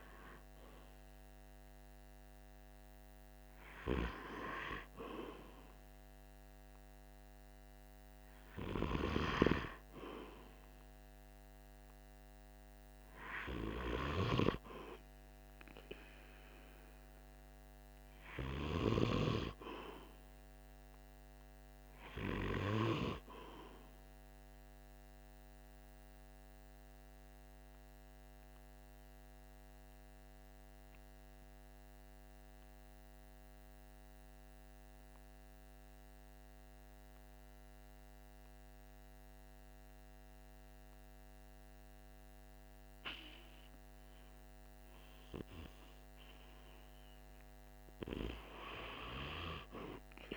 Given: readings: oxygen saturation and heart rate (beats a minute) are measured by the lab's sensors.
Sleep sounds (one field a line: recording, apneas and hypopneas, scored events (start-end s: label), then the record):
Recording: breathing in sleep by a microphone on the trachea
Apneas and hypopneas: 1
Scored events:
24.00-45.50 s: obstructive apnea (oxygen 96% before, 93% lowest, heart rate 47 before, 44 extreme, up 3 after)
From the record:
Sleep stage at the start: REM sleep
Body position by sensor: on the right side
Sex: male